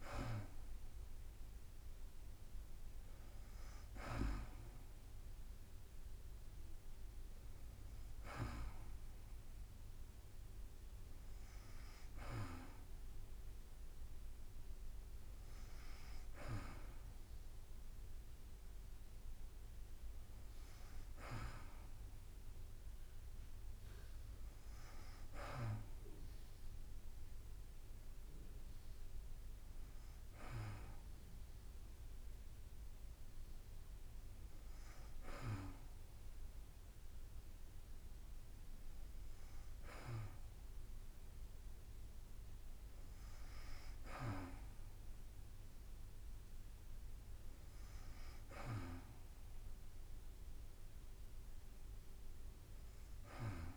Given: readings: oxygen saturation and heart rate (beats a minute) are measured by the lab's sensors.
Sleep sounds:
breathing in sleep by a room microphone; none
0.00-9.50 s: drop in pulse transit time (device-marked, heart rate 53 extreme)
26.50-38.50 s: drop in pulse transit time (device-marked, heart rate 53 before, 52 extreme)
From the record:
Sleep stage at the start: N2 (light sleep); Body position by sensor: on the back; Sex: female

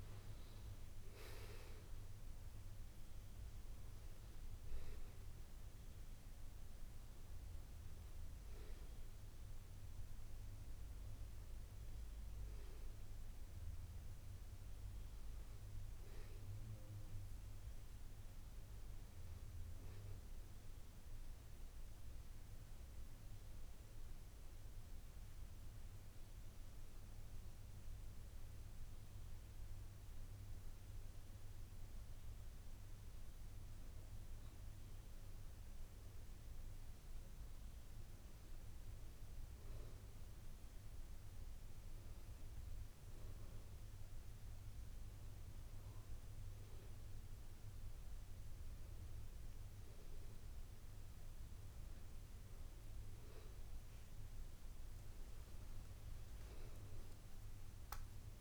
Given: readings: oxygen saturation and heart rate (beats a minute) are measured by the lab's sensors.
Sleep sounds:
breathing in sleep, hard to hear, by a room microphone; 1
0.00-5.00 s: oxygen desaturation (device-marked, oxygen 79% lowest, heart rate 52 extreme)
8.50-13.00 s: arousal
15.00-17.00 s: long interval between heartbeats (device-marked, heart rate 62 before, 59 extreme)
21.00-58.41 s: new sleep stage, N2 (light sleep)
22.50-35.00 s: hypopnea (oxygen 99% before, 94% lowest, heart rate 58 before, 58 extreme, up 3 after)
37.50-41.00 s: arousal
42.00-58.41 s: oxygen desaturation (device-marked, oxygen 98% before, 94% lowest, heart rate 59 before, 55 extreme)
From the record:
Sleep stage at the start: N1 (lightest sleep); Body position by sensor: on the back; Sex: male

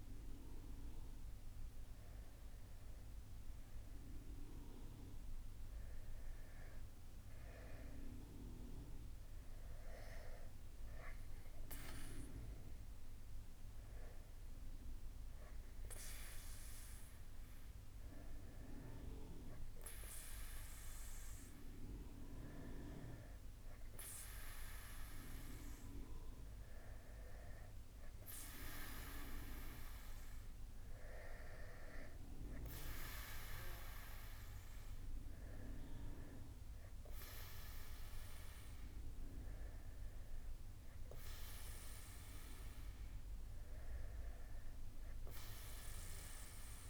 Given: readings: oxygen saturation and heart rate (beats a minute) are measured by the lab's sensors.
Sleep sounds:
breathing in sleep by a room microphone; none
none scored
From the record:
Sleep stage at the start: N2 (light sleep); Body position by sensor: on the back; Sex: male

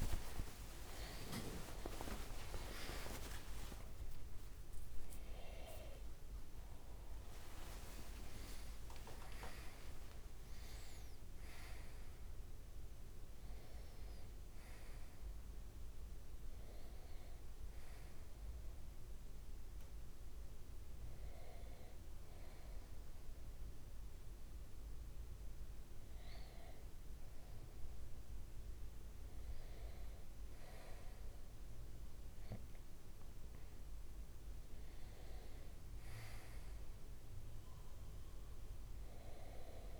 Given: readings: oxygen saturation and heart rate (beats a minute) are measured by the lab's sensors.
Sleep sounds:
a person awake in a sleep study, by a room microphone; none
27.50-40.00 s: new sleep stage, N1 (lightest sleep)
From the record:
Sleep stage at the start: awake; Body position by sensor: on the right side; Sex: male

